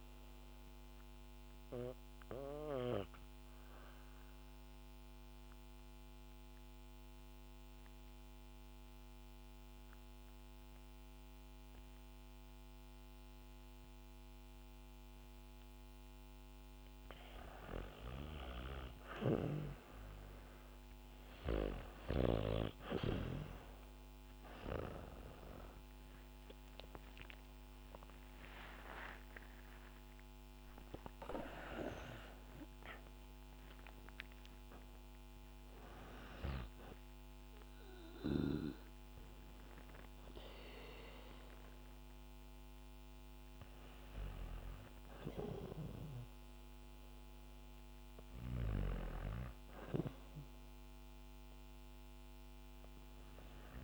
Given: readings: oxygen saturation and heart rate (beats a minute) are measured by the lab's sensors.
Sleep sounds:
breathing in sleep by a microphone on the trachea; 1
0.00-6.00 s: oxygen desaturation (device-marked, oxygen 90% lowest, heart rate 57 extreme)
2.00-15.50 s: obstructive apnea (oxygen 98% before, 92% lowest, heart rate 67 before, 57 extreme, up 11 after)
12.00-16.00 s: bradycardia (device-marked, heart rate 67 before, 59 extreme)
25.50-32.00 s: arousal
26.00-29.00 s: oxygen desaturation (device-marked, oxygen 96% before, 92% lowest, heart rate 66 before, 60 extreme)
From the record:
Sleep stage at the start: REM sleep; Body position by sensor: on the back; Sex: female

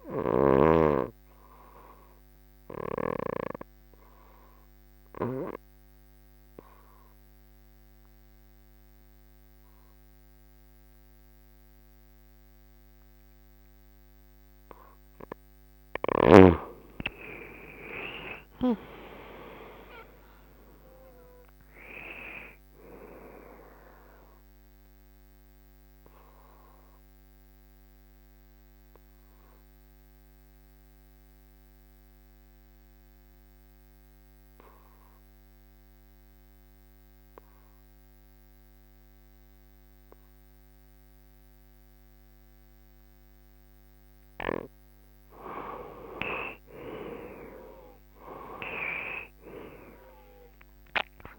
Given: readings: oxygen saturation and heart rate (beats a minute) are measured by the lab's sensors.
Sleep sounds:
breathing in sleep by a microphone on the trachea; 2
0.00-10.50 s: oxygen desaturation (device-marked, oxygen 92% lowest, heart rate 67 extreme)
2.00-15.50 s: obstructive apnea (oxygen 97% before, 90% lowest, heart rate 68 before, 67 extreme, up 4 after)
17.00-22.00 s: arousal
18.50-39.50 s: oxygen desaturation (device-marked, oxygen 96% before, 91% lowest, heart rate 70 before, 65 extreme)
25.00-43.50 s: obstructive apnea (oxygen 97% before, 89% lowest, heart rate 70 before, 65 extreme, up 9 after)
46.50-50.50 s: arousal
47.50-51.39 s: oxygen desaturation (device-marked, oxygen 99% before, 90% lowest, heart rate 69 before, 65 extreme)
From the record:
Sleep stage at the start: N2 (light sleep); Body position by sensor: on the back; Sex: female

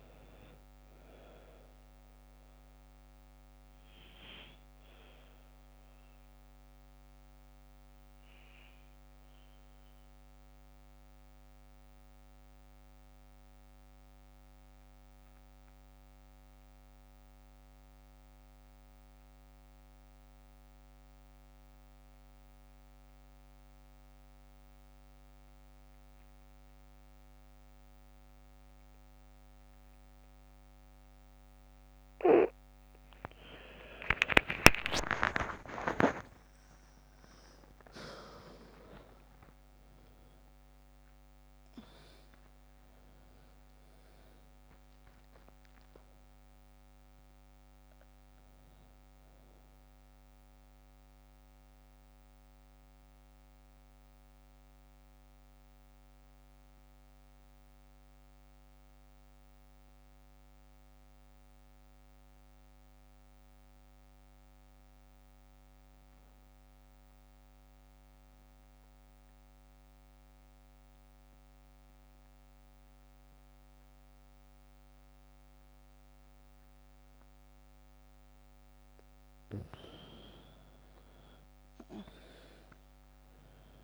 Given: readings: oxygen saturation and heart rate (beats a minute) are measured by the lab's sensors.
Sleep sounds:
breathing in sleep by a microphone on the trachea; 2
0.00-17.50 s: oxygen desaturation (device-marked, oxygen 88% lowest, heart rate 48 extreme)
6.50-31.00 s: mixed apnea (oxygen 100% before, 87% lowest, heart rate 59 before, 48 extreme, up 27 after)
32.50-37.00 s: arousal
35.50-53.50 s: oxygen desaturation (device-marked, oxygen 99% before, 87% lowest, heart rate 52 before, 49 extreme)
35.50-65.50 s: new sleep stage, N1 (lightest sleep)
37.50-39.50 s: long interval between heartbeats (device-marked, heart rate 53 before, 77 extreme)
50.50-78.00 s: mixed apnea (oxygen 100% before, 87% lowest, heart rate 66 before, 49 extreme, up 7 after)
65.50-83.84 s: new sleep stage, N2 (light sleep)
80.50-83.84 s: arousal
From the record:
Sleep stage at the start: N2 (light sleep); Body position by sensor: on the back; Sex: female

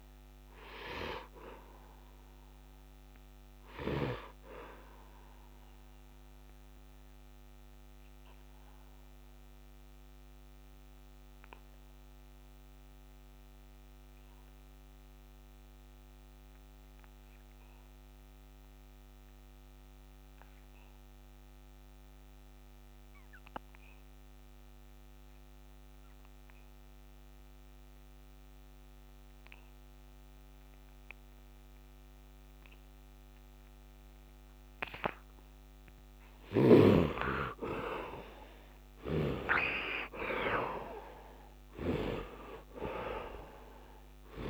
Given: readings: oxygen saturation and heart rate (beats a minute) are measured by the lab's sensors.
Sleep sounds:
breathing in sleep by a microphone on the trachea; 1
0.00-9.00 s: oxygen desaturation (device-marked, oxygen 76% lowest, heart rate 76 extreme)
7.50-36.50 s: obstructive apnea (oxygen 97% before, 71% lowest, heart rate 82 before, 76 extreme, up 9 after)
24.00-44.50 s: oxygen desaturation (device-marked, oxygen 99% before, 71% lowest, heart rate 79 before, 74 extreme)
38.50-42.00 s: arousal
41.00-44.50 s: snoring (device-marked)
From the record:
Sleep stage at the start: REM sleep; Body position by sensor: on the back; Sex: male

